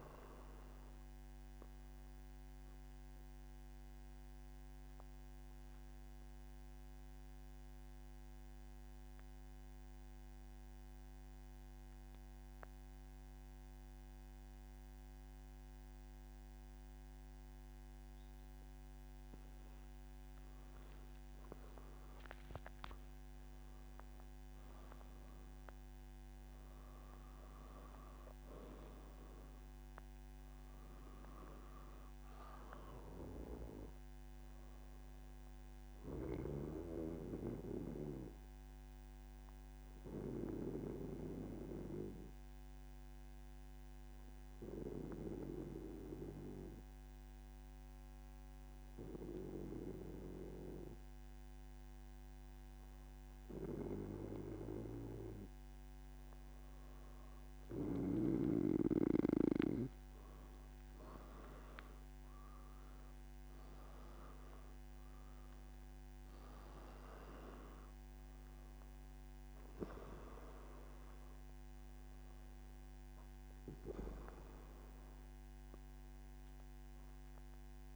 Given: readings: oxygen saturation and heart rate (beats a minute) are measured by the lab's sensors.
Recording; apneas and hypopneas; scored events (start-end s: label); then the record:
breathing in sleep by a microphone on the trachea; 2
4.00-20.00 s: mixed apnea (oxygen 96% before, 91% lowest, heart rate 122 before, 107 extreme, up 5 after)
12.50-21.50 s: oxygen desaturation (device-marked, oxygen 94% before, 91% lowest, heart rate 123 before, 107 extreme)
38.00-55.00 s: obstructive apnea (oxygen 96% before, 93% lowest, heart rate 120 before, 108 extreme, up 1 after)
From the record:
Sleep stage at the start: N3 (deep sleep); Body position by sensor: on the back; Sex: male